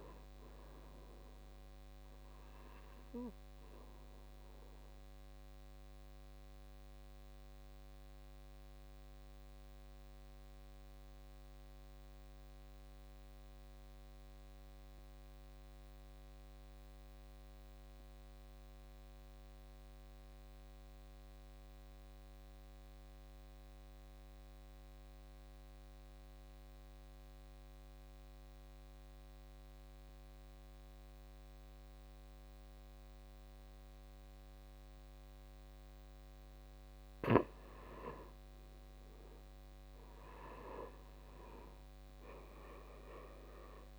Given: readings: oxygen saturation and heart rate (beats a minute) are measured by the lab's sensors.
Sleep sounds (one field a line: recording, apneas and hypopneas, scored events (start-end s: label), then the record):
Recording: breathing in sleep by a microphone on the trachea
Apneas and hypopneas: 1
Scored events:
0.00-20.00 s: oxygen desaturation (device-marked, oxygen 95% before, 84% lowest, heart rate 62 before, 51 extreme)
3.50-35.00 s: obstructive apnea (oxygen 95% before, 77% lowest, heart rate 63 before, 51 extreme, up 12 after)
34.00-43.98 s: oxygen desaturation (device-marked, oxygen 98% before, 77% lowest, heart rate 57 before, 52 extreme)
38.00-41.50 s: arousal
From the record:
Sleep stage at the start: N2 (light sleep)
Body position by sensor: on the back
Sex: male